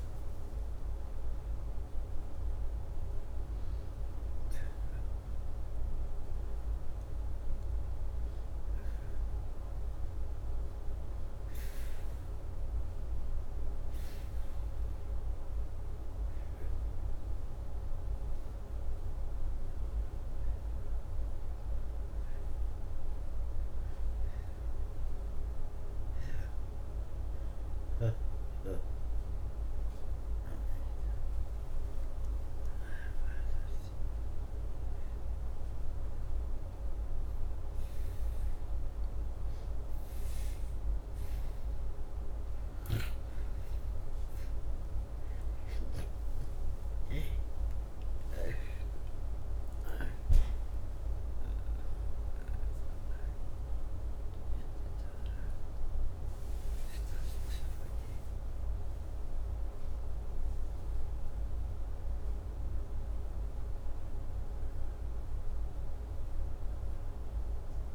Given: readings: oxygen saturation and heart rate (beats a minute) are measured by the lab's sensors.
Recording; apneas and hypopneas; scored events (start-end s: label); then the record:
breathing in sleep, hard to hear, by a room microphone; 1
15.00-25.50 s: hypopnea (oxygen 97% before, 95% lowest, heart rate 85 before, 80 extreme, up 5 after)
27.50-30.50 s: arousal
47.00-53.50 s: arousal
From the record:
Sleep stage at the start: N2 (light sleep); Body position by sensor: upright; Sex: male